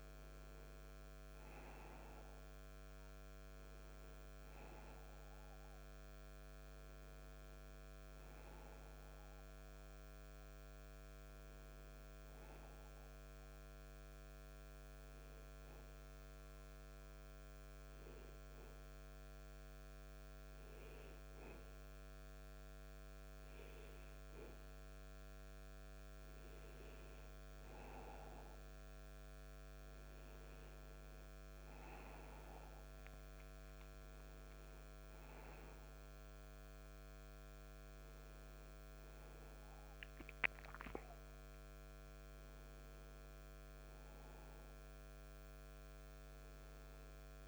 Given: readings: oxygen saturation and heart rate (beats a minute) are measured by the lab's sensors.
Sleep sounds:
breathing in sleep, hard to hear, by a microphone on the trachea; 1
0.00-1.00 s: arousal
12.00-25.00 s: hypopnea (oxygen 97% before, 94% lowest, heart rate 87 before, 76 extreme, up 8 after)
26.50-29.50 s: arousal
From the record:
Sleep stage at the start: N2 (light sleep); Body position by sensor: on the back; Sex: male

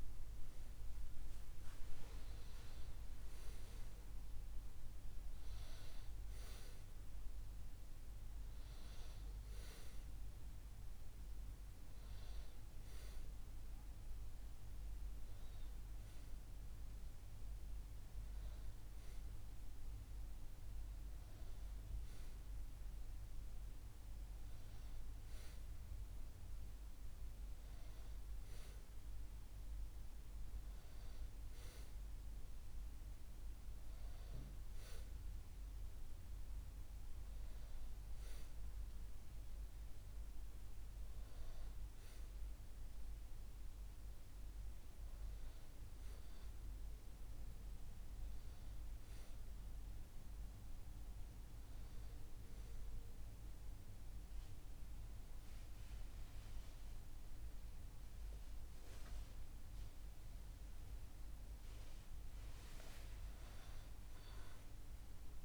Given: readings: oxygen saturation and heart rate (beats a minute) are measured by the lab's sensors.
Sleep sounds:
breathing in sleep, hard to hear, by a room microphone; none
none scored
From the record:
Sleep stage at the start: N1 (lightest sleep); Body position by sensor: on the back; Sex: male

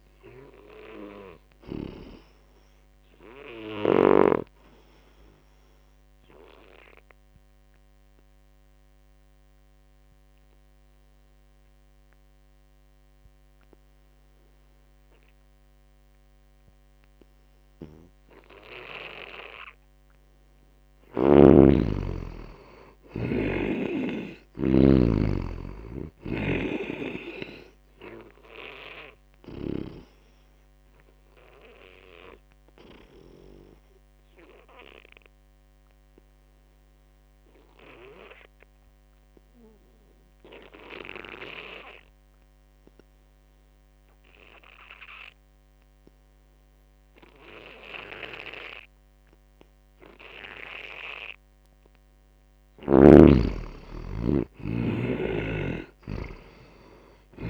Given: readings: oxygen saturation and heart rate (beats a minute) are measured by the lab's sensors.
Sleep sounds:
breathing in sleep by a microphone on the trachea; 2
0.00-15.50 s: oxygen desaturation (device-marked, oxygen 81% lowest)
2.00-20.00 s: obstructive apnea (oxygen 96% before, 80% lowest)
19.50-21.50 s: long interval between heartbeats (device-marked)
21.00-25.00 s: snoring (device-marked)
22.50-25.50 s: arousal
24.50-40.50 s: oxygen desaturation (device-marked, oxygen 97% before, 85% lowest)
30.50-51.50 s: obstructive apnea (oxygen 97% before, 80% lowest)
44.00-46.00 s: long interval between heartbeats (device-marked)
51.50-57.50 s: oxygen desaturation (device-marked, oxygen 97% before, 80% lowest)
53.00-56.50 s: arousal
55.00-57.00 s: long interval between heartbeats (device-marked)
From the record:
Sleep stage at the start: N2 (light sleep); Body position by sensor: on the back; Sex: male

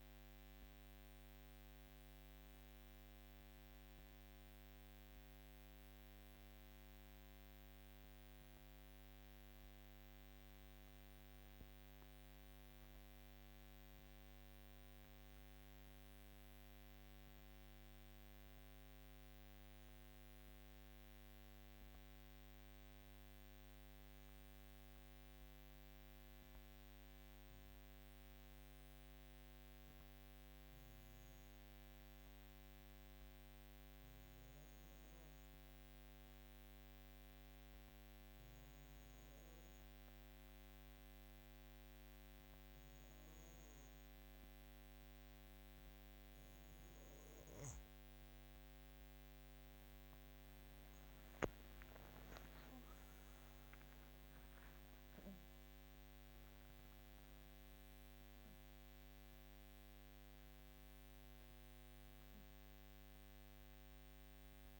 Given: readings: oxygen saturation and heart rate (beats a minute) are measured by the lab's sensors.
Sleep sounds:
breathing in sleep, hard to hear, by a microphone on the trachea; 1
0.00-3.00 s: arousal
6.00-45.50 s: obstructive apnea (oxygen 96% before, 92% lowest, heart rate 54 before, 51 extreme, up 11 after)
48.00-52.50 s: arousal
51.50-62.50 s: oxygen desaturation (device-marked, oxygen 95% before, 92% lowest, heart rate 54 before, 49 extreme)
From the record:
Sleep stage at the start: N2 (light sleep); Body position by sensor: on the back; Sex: female

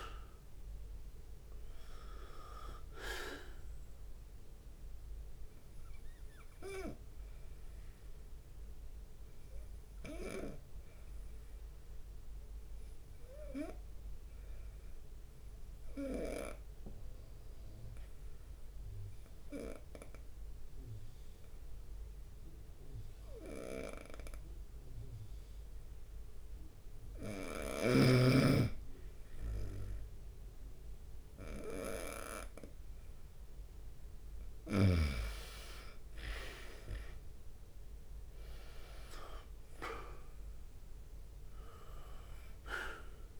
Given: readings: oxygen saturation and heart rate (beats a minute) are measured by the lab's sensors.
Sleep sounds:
breathing in sleep by a room microphone; 1
0.00-1.00 s: arousal
0.00-1.50 s: long interval between heartbeats (device-marked, heart rate 83 extreme)
0.00-25.00 s: oxygen desaturation (device-marked, oxygen 93% lowest, heart rate 72 extreme)
2.50-6.50 s: leg movement (device-marked)
7.50-27.00 s: obstructive apnea (oxygen 98% before, 92% lowest, heart rate 76 before, 73 extreme, up 1 after)
26.00-28.00 s: leg movement (device-marked)
30.00-35.00 s: arousal
31.00-32.00 s: leg movement (device-marked)
32.00-43.40 s: drop in pulse transit time (device-marked, heart rate 74 before, 74 extreme)
34.00-41.50 s: leg movement (device-marked)
36.00-43.40 s: oxygen desaturation (device-marked, oxygen 97% before, 92% lowest, heart rate 74 before, 69 extreme)
From the record:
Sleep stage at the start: N2 (light sleep); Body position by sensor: on the right side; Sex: male

